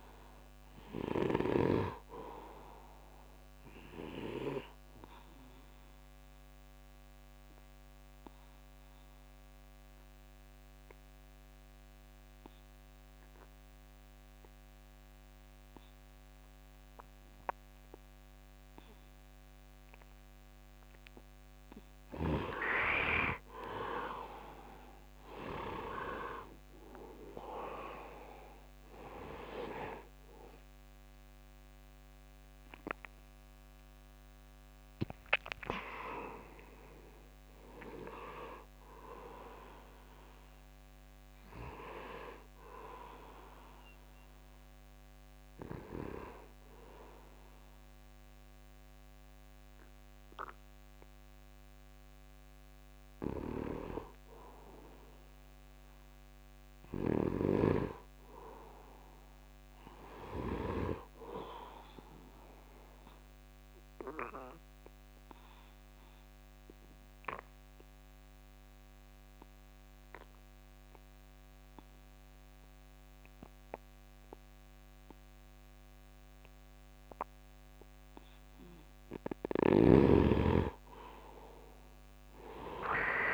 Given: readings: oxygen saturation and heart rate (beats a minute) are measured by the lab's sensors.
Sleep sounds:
breathing in sleep by a microphone on the trachea; 3
1.50-17.50 s: oxygen desaturation (device-marked, oxygen 97% before, 89% lowest, heart rate 76 before, 72 extreme)
4.00-20.00 s: obstructive apnea (oxygen 98% before, 82% lowest, heart rate 76 before, 72 extreme, up 19 after)
22.00-25.50 s: arousal
23.50-47.50 s: oxygen desaturation (device-marked, oxygen 97% before, 82% lowest, heart rate 75 before, 72 extreme)
42.00-52.50 s: hypopnea (oxygen 97% before, 82% lowest, heart rate 89 before, 72 extreme, up 4 after)
53.50-61.00 s: snoring (device-marked)
55.00-59.50 s: arousal
63.00-79.00 s: obstructive apnea (oxygen 99% before, 85% lowest, heart rate 74 before, 75 extreme, up 7 after)
67.50-83.33 s: oxygen desaturation (device-marked, oxygen 98% before, 85% lowest, heart rate 74 before, 75 extreme)
80.50-83.33 s: arousal
From the record:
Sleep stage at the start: N2 (light sleep); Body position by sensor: on the right side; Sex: male

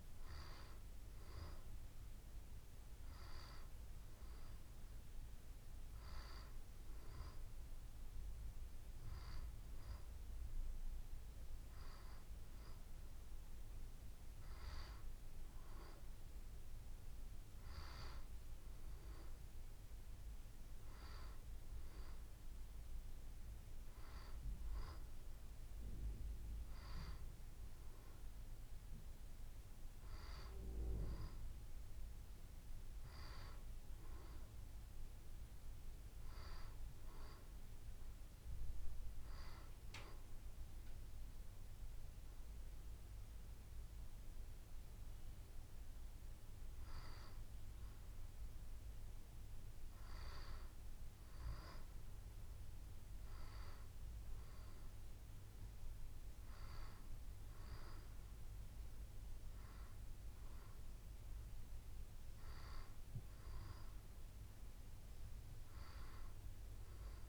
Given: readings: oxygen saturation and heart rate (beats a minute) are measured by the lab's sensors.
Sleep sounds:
breathing in sleep by a room microphone; none
36.50-38.50 s: long interval between heartbeats (device-marked, heart rate 72 before, 70 extreme)
From the record:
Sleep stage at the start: N2 (light sleep); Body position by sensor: on the back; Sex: female

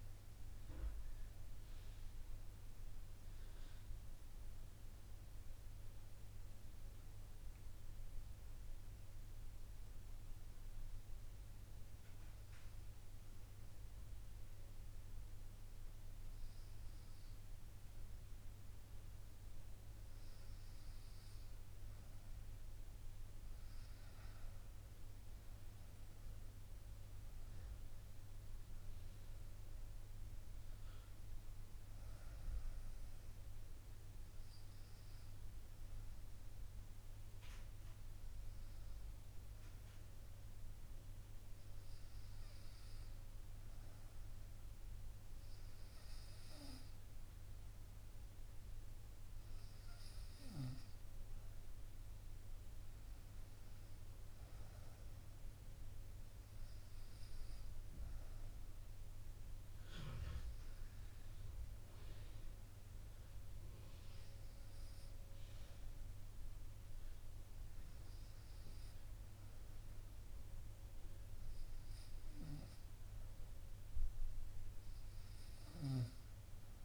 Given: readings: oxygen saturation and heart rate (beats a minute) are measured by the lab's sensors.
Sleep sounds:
breathing in sleep, hard to hear, by a room microphone; 2
0.00-3.00 s: arousal
10.00-22.50 s: obstructive apnea (oxygen 97% before, 94% lowest, heart rate 76 before, 68 extreme, up 2 after)
24.50-29.50 s: arousal
34.00-47.00 s: obstructive apnea (oxygen 98% before, 93% lowest, heart rate 70 before, 70 extreme, up 1 after)
50.00-54.00 s: arousal
From the record:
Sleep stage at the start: REM sleep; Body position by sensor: on the right side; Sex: female

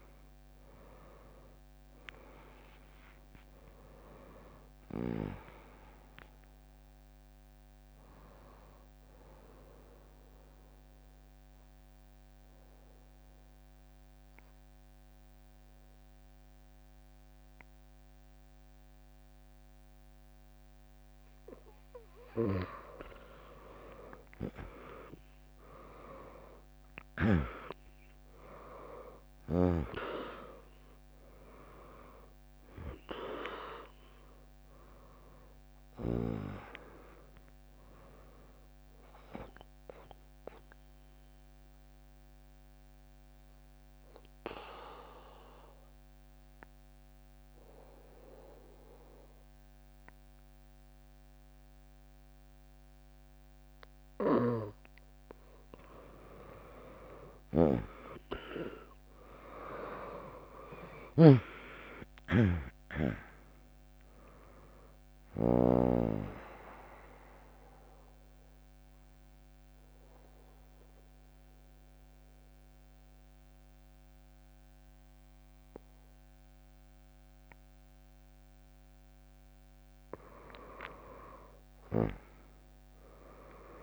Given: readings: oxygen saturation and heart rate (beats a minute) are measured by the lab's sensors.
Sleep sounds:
breathing in sleep by a microphone on the trachea; 3
1.50-17.50 s: drop in pulse transit time (device-marked, heart rate 71 before, 77 extreme)
7.50-22.00 s: obstructive apnea (oxygen 99% before, 96% lowest, heart rate 72 before, 61 extreme)
24.50-29.50 s: arousal
26.50-47.50 s: oxygen desaturation (device-marked, oxygen 99% before, 96% lowest, heart rate 80 before, 62 extreme)
32.50-48.50 s: drop in pulse transit time (device-marked, heart rate 72 before, 70 extreme)
39.00-55.00 s: obstructive apnea (oxygen 99% before, 96% lowest, heart rate 72 before, 62 extreme)
56.50-61.00 s: arousal
61.50-83.83 s: oxygen desaturation (device-marked, oxygen 100% before, 96% lowest, heart rate 77 before, 61 extreme)
62.50-74.50 s: drop in pulse transit time (device-marked, heart rate 77 before, 73 extreme)
66.00-79.50 s: mixed apnea (oxygen 100% before, 96% lowest, heart rate 75 before, 61 extreme)
81.50-83.83 s: arousal
From the record:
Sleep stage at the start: N2 (light sleep); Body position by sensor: on the right side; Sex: female

